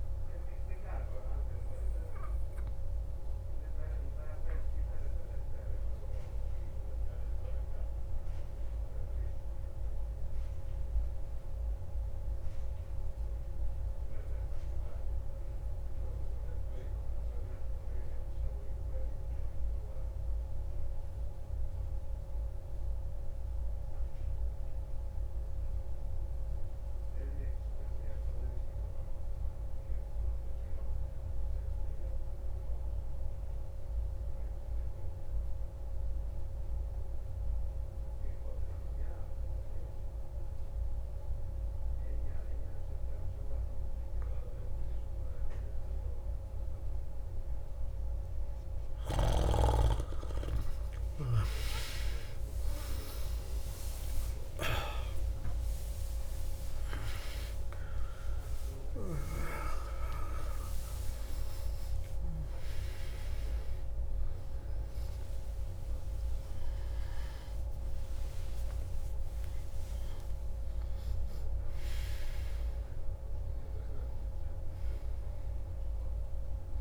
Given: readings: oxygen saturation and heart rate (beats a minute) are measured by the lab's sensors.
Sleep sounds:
breathing in sleep by a room microphone; 1
0.00-7.00 s: oxygen desaturation (device-marked, oxygen 90% lowest, heart rate 77 extreme)
4.00-48.00 s: mixed apnea (oxygen 95% before, 88% lowest, heart rate 145 before, 69 extreme, up 34 after)
33.00-76.00 s: oxygen desaturation (device-marked, oxygen 98% before, 88% lowest, heart rate 116 before, 69 extreme)
49.50-53.50 s: arousal
58.00-76.81 s: new sleep stage, N1 (lightest sleep)
From the record:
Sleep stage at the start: N2 (light sleep); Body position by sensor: on the back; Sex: male

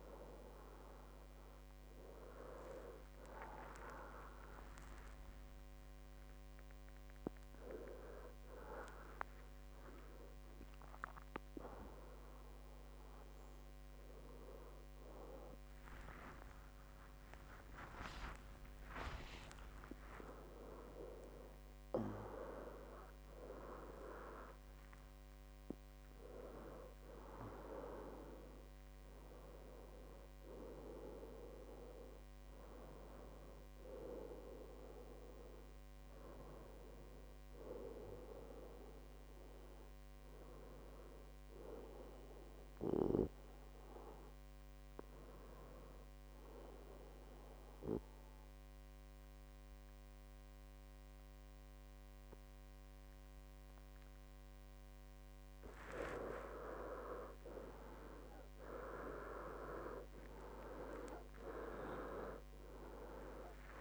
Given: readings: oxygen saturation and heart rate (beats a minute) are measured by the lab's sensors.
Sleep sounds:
a person partly awake in a sleep study, by a microphone on the trachea; 1
11.00-41.00 s: new sleep stage, N1 (lightest sleep)
16.00-23.00 s: tachycardia (device-marked, heart rate 69 before, 127 extreme)
18.00-20.00 s: long interval between heartbeats (device-marked, heart rate 80 before, 91 extreme)
40.00-55.00 s: hypopnea (oxygen 98% before, 93% lowest, heart rate 93 before, 61 extreme, up 19 after)
41.00-63.81 s: new sleep stage, N2 (light sleep)
57.50-62.00 s: arousal
61.00-63.81 s: oxygen desaturation (device-marked, oxygen 98% before, 95% lowest, heart rate 66 before, 60 extreme)
From the record:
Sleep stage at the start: awake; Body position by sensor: on the back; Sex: male

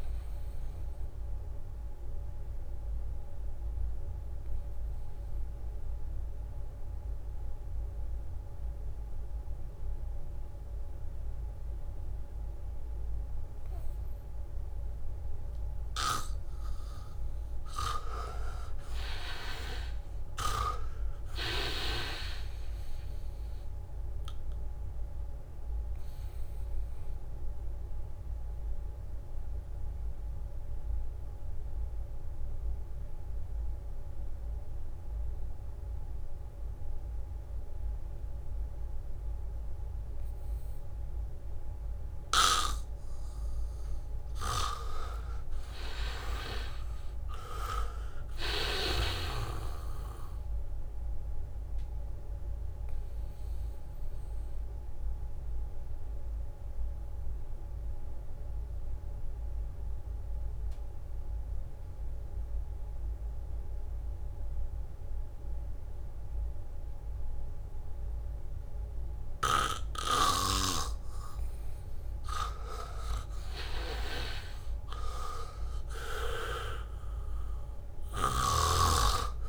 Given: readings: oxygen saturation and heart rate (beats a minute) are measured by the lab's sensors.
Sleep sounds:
breathing in sleep by a room microphone; 3
0.00-11.50 s: oxygen desaturation (device-marked, oxygen 85% lowest, heart rate 75 extreme)
2.50-16.00 s: obstructive apnea (oxygen 99% before, 83% lowest, heart rate 79 before, 75 extreme, up 1 after)
17.50-38.50 s: oxygen desaturation (device-marked, oxygen 98% before, 84% lowest, heart rate 78 before, 74 extreme)
18.50-23.00 s: arousal
27.00-42.50 s: obstructive apnea (oxygen 98% before, 83% lowest, heart rate 77 before, 74 extreme)
45.00-54.50 s: leg movement (device-marked)
46.00-50.50 s: arousal
48.50-67.50 s: oxygen desaturation (device-marked, oxygen 98% before, 83% lowest, heart rate 78 before, 75 extreme)
56.50-72.00 s: obstructive apnea (oxygen 98% before, 83% lowest, heart rate 77 before, 75 extreme, up 4 after)
69.50-79.49 s: oxygen desaturation (device-marked, oxygen 98% before, 83% lowest, heart rate 77 before, 76 extreme)
73.50-77.00 s: arousal
From the record:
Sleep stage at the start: N2 (light sleep); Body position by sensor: on the back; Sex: male

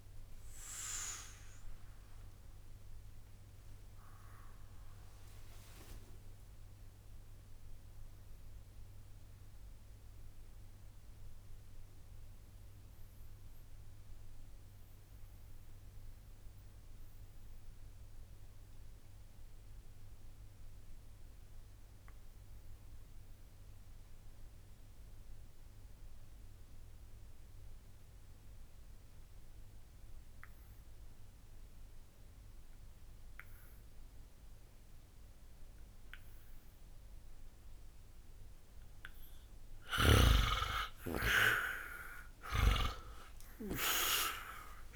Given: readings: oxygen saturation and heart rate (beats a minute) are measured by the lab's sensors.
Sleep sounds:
breathing in sleep by a room microphone; 1
0.00-15.00 s: oxygen desaturation (device-marked, oxygen 73% lowest, heart rate 50 extreme)
2.00-40.50 s: mixed apnea (oxygen 90% before, 73% lowest, heart rate 87 before, 60 extreme)
38.00-44.95 s: oxygen desaturation (device-marked, oxygen 99% before, 79% lowest, heart rate 60 before, 64 extreme)
42.00-44.95 s: new sleep stage, awake
From the record:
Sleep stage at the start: N2 (light sleep); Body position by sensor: on the back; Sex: male

